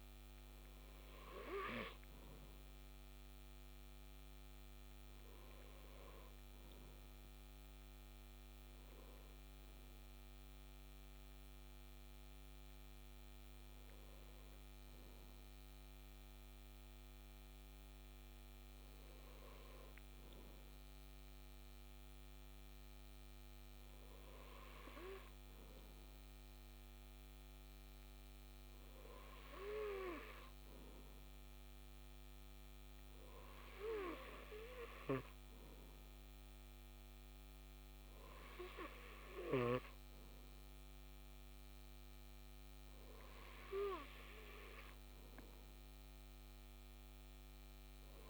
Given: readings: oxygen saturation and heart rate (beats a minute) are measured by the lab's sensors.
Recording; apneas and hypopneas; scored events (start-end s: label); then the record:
breathing in sleep by a microphone on the trachea; none
0.00-3.00 s: oxygen desaturation (device-marked, oxygen 94% lowest, heart rate 52 extreme)
From the record:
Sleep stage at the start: N2 (light sleep); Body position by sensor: on the left side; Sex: male